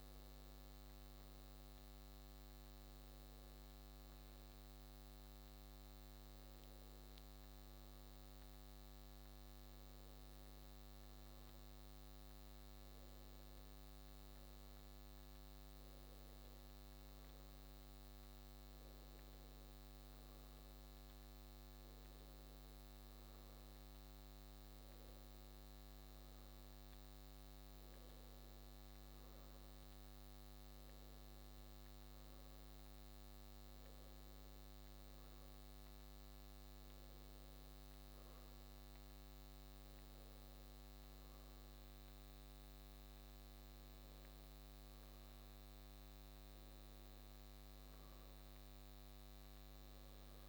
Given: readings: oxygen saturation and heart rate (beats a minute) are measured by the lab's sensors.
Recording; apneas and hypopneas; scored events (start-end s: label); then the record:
breathing in sleep, hard to hear, by a microphone on the trachea; none
32.00-50.49 s: new sleep stage, N2 (light sleep)
From the record:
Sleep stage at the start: N1 (lightest sleep); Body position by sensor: on the back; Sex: male